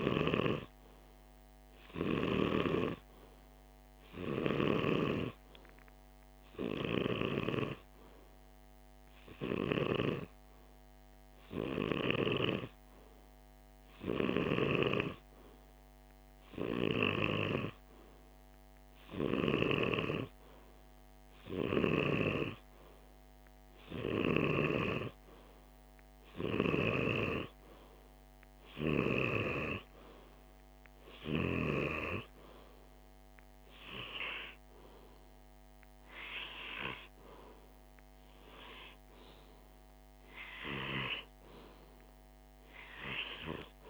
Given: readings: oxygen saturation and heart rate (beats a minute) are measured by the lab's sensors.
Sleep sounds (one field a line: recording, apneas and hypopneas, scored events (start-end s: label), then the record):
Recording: breathing in sleep by a microphone on the trachea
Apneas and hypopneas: 1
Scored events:
7.50-20.00 s: hypopnea (oxygen 97% before, 94% lowest, heart rate 48 before, 48 extreme, up 1 after)
22.00-25.00 s: arousal
40.00-43.90 s: arousal
From the record:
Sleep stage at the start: N2 (light sleep)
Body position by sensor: on the left side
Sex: male